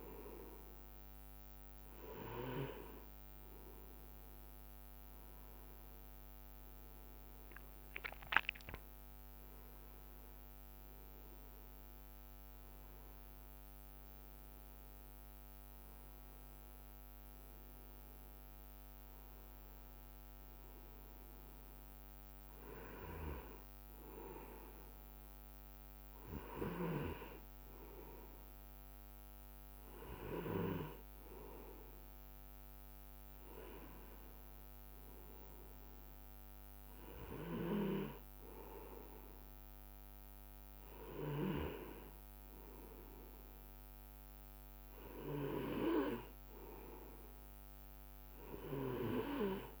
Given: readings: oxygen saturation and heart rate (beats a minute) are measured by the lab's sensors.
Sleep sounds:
breathing in sleep by a microphone on the trachea; none
14.00-19.00 s: arousal
From the record:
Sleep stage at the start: N2 (light sleep); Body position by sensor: on the right side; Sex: male

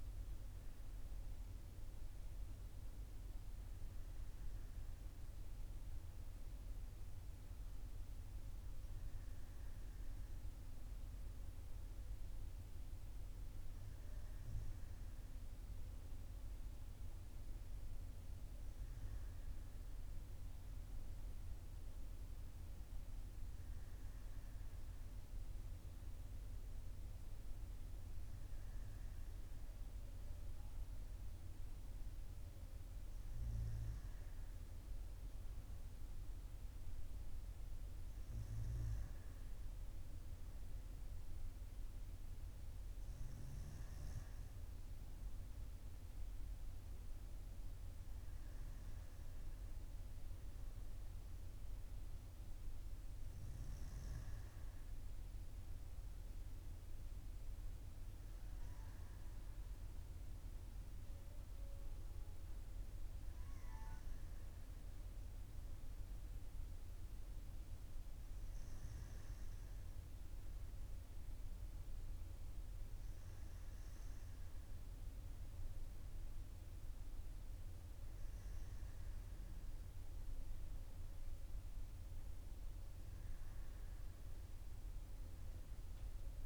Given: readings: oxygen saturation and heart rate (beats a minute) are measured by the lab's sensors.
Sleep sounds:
breathing in sleep, hard to hear, by a room microphone; none
48.00-86.46 s: new sleep stage, N2 (light sleep)
From the record:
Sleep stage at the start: N1 (lightest sleep); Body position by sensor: on the right side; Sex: male

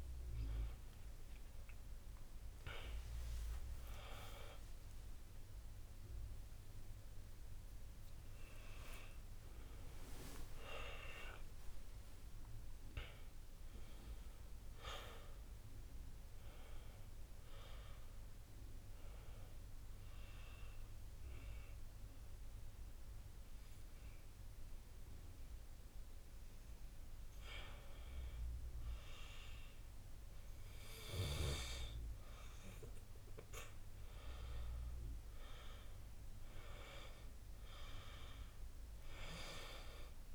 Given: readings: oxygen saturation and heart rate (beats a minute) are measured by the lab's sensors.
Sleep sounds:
breathing in sleep by a room microphone; none
5.00-7.00 s: long interval between heartbeats (device-marked, heart rate 63 before, 77 extreme)
8.00-12.00 s: arousal
From the record:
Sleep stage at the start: N2 (light sleep); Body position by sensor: on the back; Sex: male

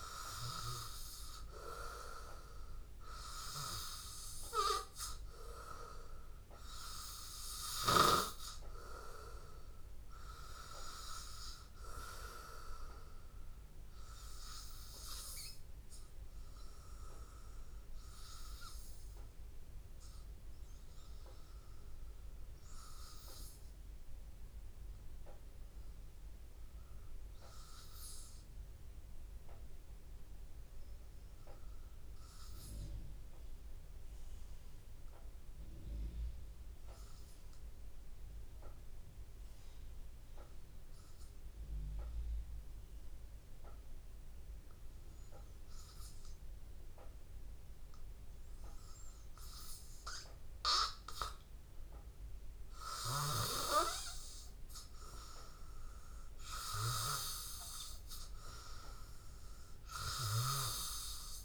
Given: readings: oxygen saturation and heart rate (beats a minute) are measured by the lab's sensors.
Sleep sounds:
breathing in sleep by a room microphone; 1
0.00-1.00 s: arousal
0.00-22.00 s: oxygen desaturation (device-marked, oxygen 93% lowest, heart rate 81 extreme)
24.00-27.50 s: arousal
30.50-51.50 s: obstructive apnea (oxygen 98% before, 91% lowest, heart rate 83 before, 81 extreme, up 1 after)
42.00-61.45 s: oxygen desaturation (device-marked, oxygen 98% before, 91% lowest, heart rate 82 before, 82 extreme)
53.00-57.00 s: arousal
From the record:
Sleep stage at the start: N2 (light sleep); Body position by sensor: on the back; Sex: male

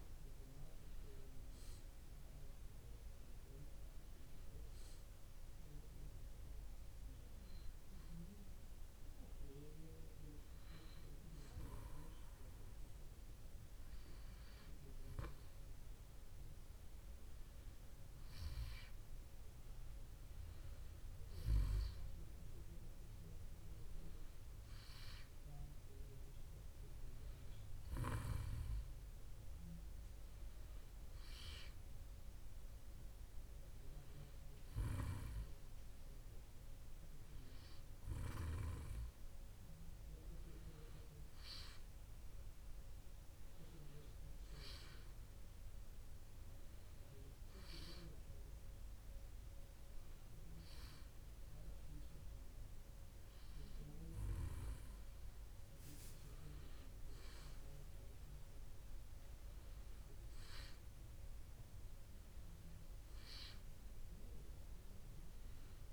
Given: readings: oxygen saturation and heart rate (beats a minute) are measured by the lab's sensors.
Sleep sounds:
breathing in sleep by a room microphone; none
none scored
From the record:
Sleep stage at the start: N2 (light sleep); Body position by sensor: on the back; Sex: male

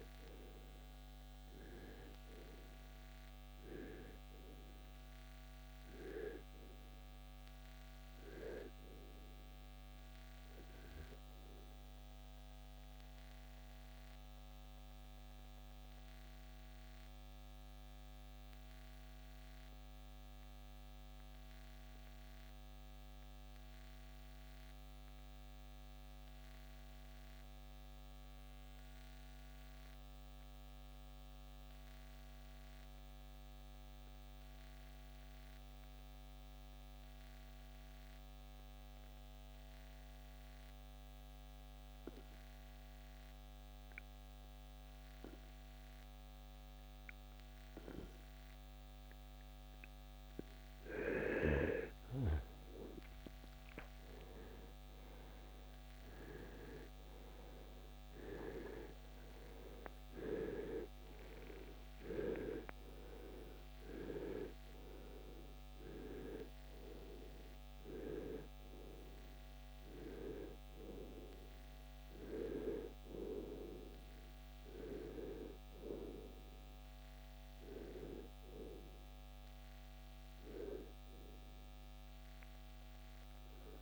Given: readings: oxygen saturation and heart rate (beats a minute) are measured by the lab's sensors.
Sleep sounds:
breathing in sleep by a microphone on the trachea; 1
9.00-36.00 s: oxygen desaturation (device-marked, oxygen 95% before, 82% lowest, heart rate 74 before, 44 extreme)
11.00-49.50 s: obstructive apnea (oxygen 97% before, 81% lowest, heart rate 75 before, 44 extreme, up 16 after)
51.50-57.00 s: arousal
From the record:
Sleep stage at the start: N2 (light sleep); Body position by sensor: on the right side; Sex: male

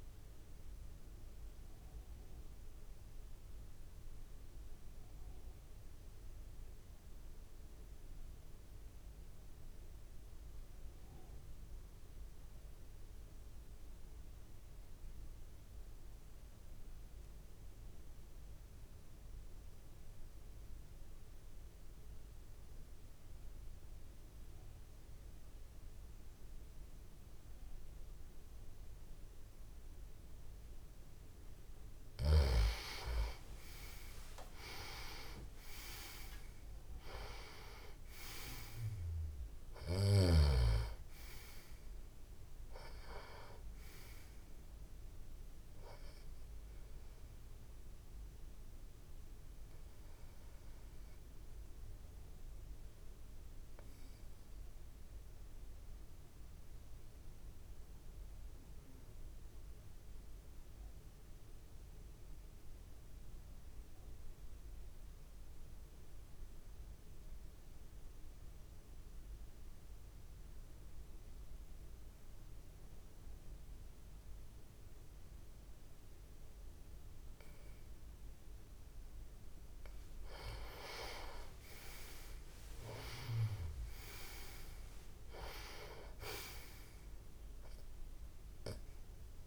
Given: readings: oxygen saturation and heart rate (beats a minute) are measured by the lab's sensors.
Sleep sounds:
breathing in sleep by a room microphone; 2
0.00-13.50 s: oxygen desaturation (device-marked, oxygen 87% lowest)
1.50-30.00 s: mixed apnea (oxygen 97% before, 87% lowest)
24.50-61.50 s: oxygen desaturation (device-marked, oxygen 98% before, 87% lowest)
33.00-36.50 s: arousal
48.00-78.00 s: obstructive apnea (oxygen 98% before, 87% lowest)
77.50-89.47 s: oxygen desaturation (device-marked, oxygen 98% before, 89% lowest)
80.50-84.00 s: arousal
From the record:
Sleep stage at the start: N2 (light sleep); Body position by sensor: on the back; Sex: male

